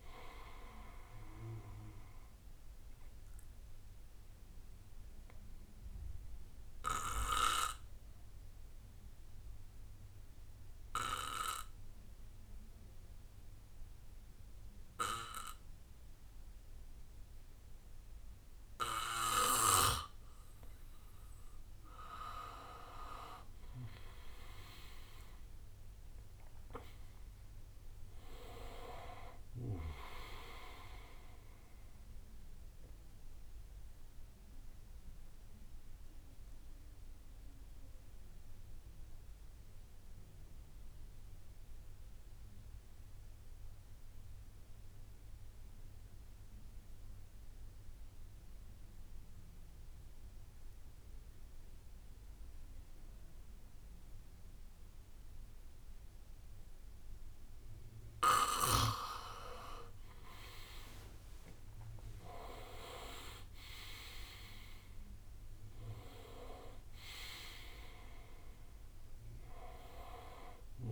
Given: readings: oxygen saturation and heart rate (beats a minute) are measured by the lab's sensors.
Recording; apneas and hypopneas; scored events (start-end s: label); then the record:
breathing in sleep by a room microphone; 2
0.00-1.50 s: drop in pulse transit time (device-marked, heart rate 65 extreme)
0.00-9.50 s: oxygen desaturation (device-marked, oxygen 89% lowest, heart rate 60 extreme)
3.00-21.50 s: obstructive apnea (oxygen 98% before, 88% lowest, heart rate 66 before, 58 extreme, up 12 after)
22.50-33.50 s: drop in pulse transit time (device-marked, heart rate 63 before, 63 extreme)
23.00-27.50 s: arousal
23.50-39.50 s: oxygen desaturation (device-marked, oxygen 98% before, 92% lowest, heart rate 63 before, 58 extreme)
32.50-34.50 s: bradycardia (device-marked, heart rate 69 before, 64 extreme)
34.50-57.50 s: obstructive apnea (oxygen 98% before, 88% lowest, heart rate 66 before, 57 extreme, up 12 after)
53.50-70.92 s: oxygen desaturation (device-marked, oxygen 99% before, 88% lowest, heart rate 62 before, 57 extreme)
61.00-64.50 s: arousal
From the record:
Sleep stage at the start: N2 (light sleep); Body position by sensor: on the back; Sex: male